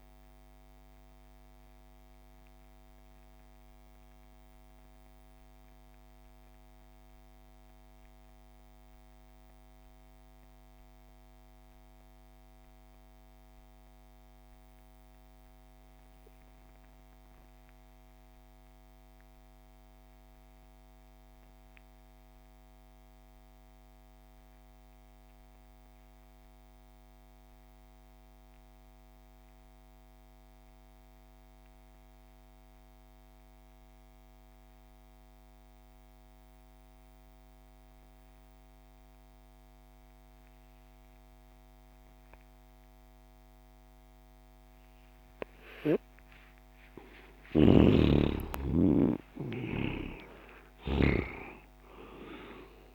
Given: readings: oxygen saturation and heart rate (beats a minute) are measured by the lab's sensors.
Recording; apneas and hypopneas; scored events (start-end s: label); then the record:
breathing in sleep by a microphone on the trachea; 1
0.00-15.50 s: oxygen desaturation (device-marked, oxygen 68% lowest)
0.50-45.50 s: mixed apnea (oxygen 92% before, 68% lowest)
25.50-52.95 s: oxygen desaturation (device-marked, oxygen 98% before, 70% lowest)
46.50-50.50 s: arousal
47.00-51.00 s: snoring (device-marked)
From the record:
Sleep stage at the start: REM sleep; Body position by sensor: on the left side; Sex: male